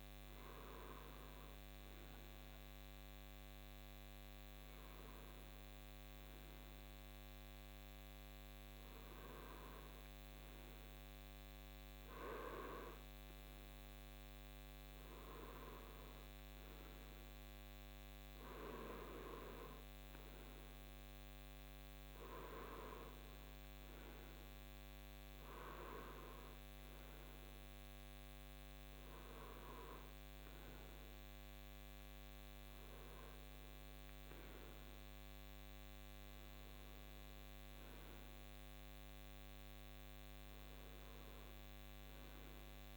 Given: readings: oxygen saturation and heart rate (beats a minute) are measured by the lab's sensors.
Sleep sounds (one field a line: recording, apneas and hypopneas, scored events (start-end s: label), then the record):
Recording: breathing in sleep by a microphone on the trachea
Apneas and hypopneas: none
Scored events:
none scored
From the record:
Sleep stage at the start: REM sleep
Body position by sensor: on the right side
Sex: male